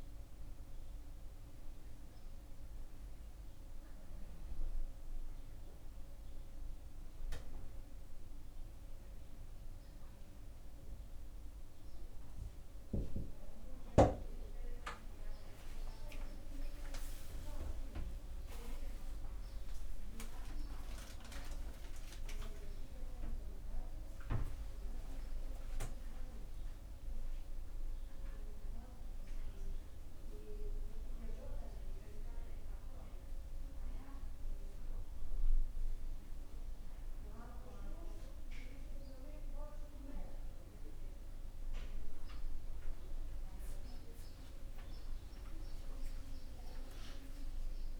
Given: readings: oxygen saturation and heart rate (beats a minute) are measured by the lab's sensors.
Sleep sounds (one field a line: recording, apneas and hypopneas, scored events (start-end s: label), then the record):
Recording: a person awake in a sleep study, by a room microphone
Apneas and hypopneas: none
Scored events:
none scored
From the record:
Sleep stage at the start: awake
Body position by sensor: on the back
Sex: male